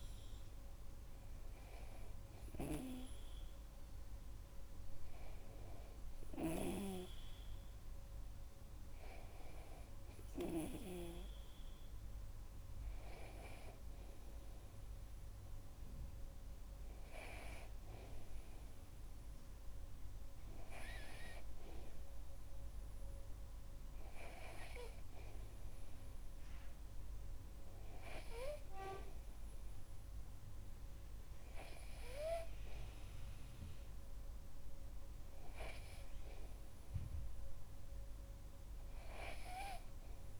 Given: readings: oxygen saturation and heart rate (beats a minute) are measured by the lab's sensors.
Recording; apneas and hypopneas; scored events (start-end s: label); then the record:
breathing in sleep by a room microphone; none
none scored
From the record:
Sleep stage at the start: N2 (light sleep); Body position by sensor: on the back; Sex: male